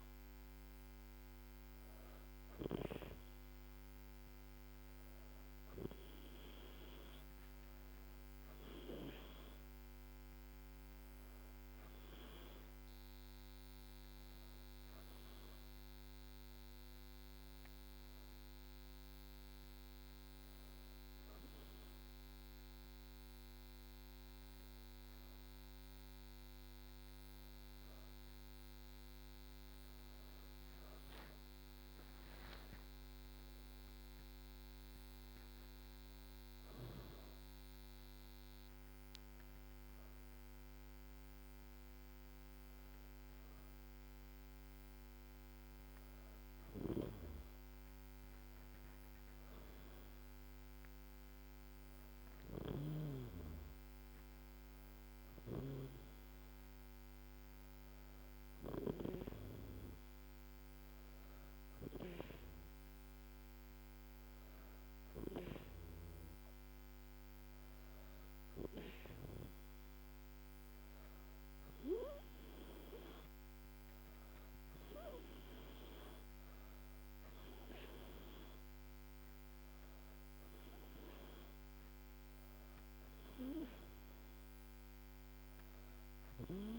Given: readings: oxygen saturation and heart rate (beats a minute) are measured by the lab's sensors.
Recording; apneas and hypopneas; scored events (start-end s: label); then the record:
breathing in sleep by a microphone on the trachea; none
31.00-35.50 s: arousal
From the record:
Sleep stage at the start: N2 (light sleep); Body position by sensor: on the back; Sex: female